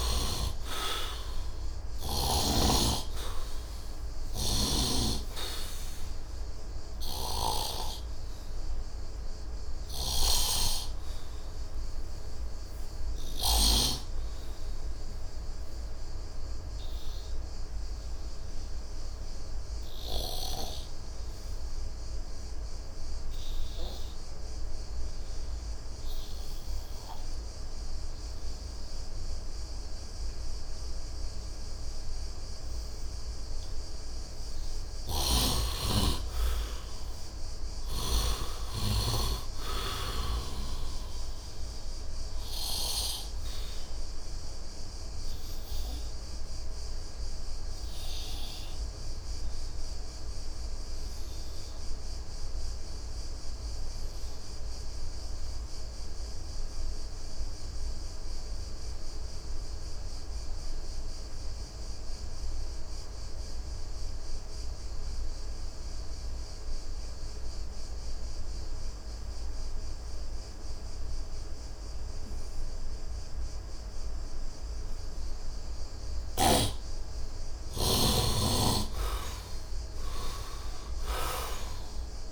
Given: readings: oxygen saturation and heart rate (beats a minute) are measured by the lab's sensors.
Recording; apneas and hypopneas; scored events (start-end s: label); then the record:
breathing in sleep by a room microphone; 2
0.00-2.00 s: arousal
0.00-21.50 s: oxygen desaturation (device-marked, oxygen 69% lowest, heart rate 74 extreme)
6.50-13.50 s: snoring (device-marked)
15.50-35.00 s: obstructive apnea (oxygen 98% before, 69% lowest, heart rate 91 before, 68 extreme, up 16 after)
33.50-67.50 s: oxygen desaturation (device-marked, oxygen 99% before, 76% lowest, heart rate 82 before, 68 extreme)
34.50-38.00 s: snoring (device-marked)
37.00-40.50 s: arousal
45.50-75.00 s: obstructive apnea (oxygen 99% before, 69% lowest, heart rate 85 before, 68 extreme, up 13 after)
69.50-82.32 s: oxygen desaturation (device-marked, oxygen 98% before, 69% lowest, heart rate 74 before, 73 extreme)
77.00-82.00 s: arousal
78.50-82.32 s: snoring (device-marked)
From the record:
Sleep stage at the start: N2 (light sleep); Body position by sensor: on the right side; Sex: male